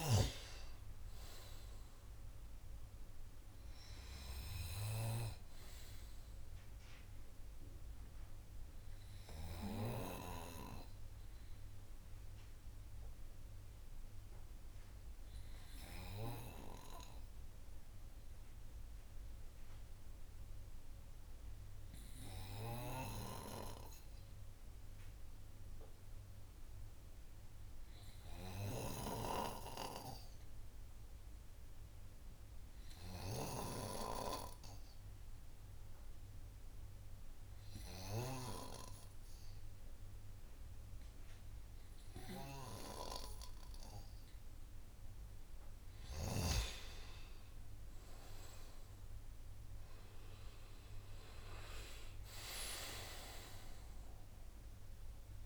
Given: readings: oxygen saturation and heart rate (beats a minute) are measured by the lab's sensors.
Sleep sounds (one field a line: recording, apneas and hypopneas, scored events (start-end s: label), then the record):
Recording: breathing in sleep by a room microphone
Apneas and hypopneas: 1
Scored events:
0.00-1.50 s: arousal
18.00-43.00 s: hypopnea (oxygen 98% before, 93% lowest, heart rate 59 before, 46 extreme, up 30 after)
46.00-55.46 s: oxygen desaturation (device-marked, oxygen 97% before, 93% lowest, heart rate 59 before, 46 extreme)
46.50-50.00 s: arousal
From the record:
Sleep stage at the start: N2 (light sleep)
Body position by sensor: on the right side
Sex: male